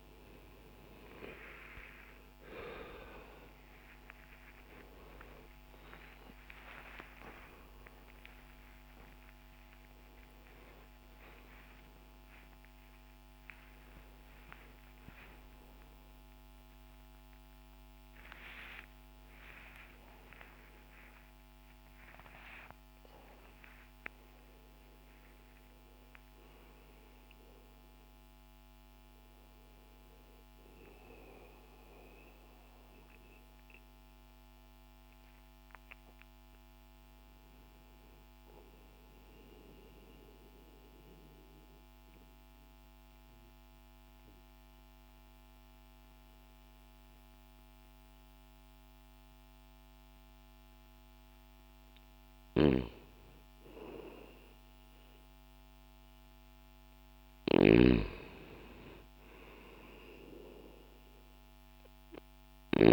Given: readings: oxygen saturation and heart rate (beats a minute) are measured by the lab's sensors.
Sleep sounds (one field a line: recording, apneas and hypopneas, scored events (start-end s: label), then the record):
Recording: a person partly awake in a sleep study, by a microphone on the trachea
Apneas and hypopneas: 1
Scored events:
0.00-14.00 s: oxygen desaturation (device-marked, oxygen 90% lowest, heart rate 70 extreme)
26.00-62.93 s: new sleep stage, N2 (light sleep)
39.00-52.00 s: mixed apnea (oxygen 99% before, 85% lowest, heart rate 160 before, 34 extreme)
52.00-62.93 s: oxygen desaturation (device-marked, oxygen 98% before, 87% lowest)
56.50-60.50 s: arousal
56.50-62.50 s: snoring (device-marked)
From the record:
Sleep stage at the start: awake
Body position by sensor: on the left side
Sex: male